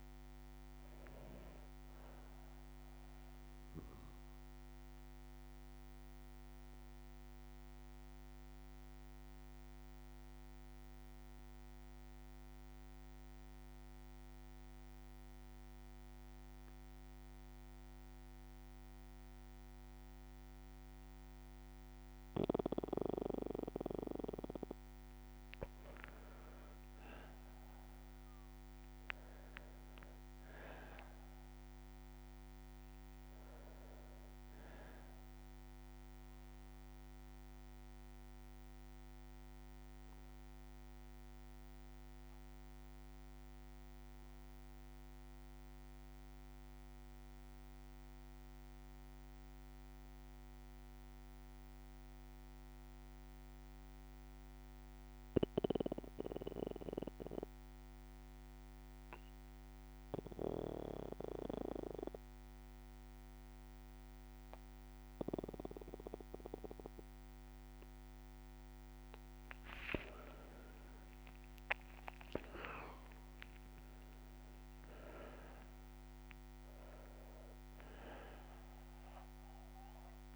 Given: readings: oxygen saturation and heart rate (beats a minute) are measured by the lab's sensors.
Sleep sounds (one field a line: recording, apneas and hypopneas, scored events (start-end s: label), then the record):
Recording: breathing in sleep by a microphone on the trachea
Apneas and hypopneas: 2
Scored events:
0.00-14.50 s: oxygen desaturation (device-marked, oxygen 93% lowest, heart rate 55 extreme)
3.50-23.50 s: bradycardia (device-marked, heart rate 62 before, 55 extreme)
4.50-24.00 s: obstructive apnea (oxygen 99% before, 93% lowest, heart rate 61 before, 55 extreme, up 8 after)
26.00-30.50 s: arousal
38.00-67.50 s: obstructive apnea (oxygen 99% before, 92% lowest, heart rate 60 before, 56 extreme, up 4 after)
39.50-59.50 s: bradycardia (device-marked, heart rate 61 before, 56 extreme)
62.50-66.50 s: bradycardia (device-marked, heart rate 60 before, 59 extreme)
63.50-80.36 s: oxygen desaturation (device-marked, oxygen 99% before, 92% lowest, heart rate 57 before, 55 extreme)
69.50-73.50 s: arousal
From the record:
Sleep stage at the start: N2 (light sleep)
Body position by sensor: on the back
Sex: male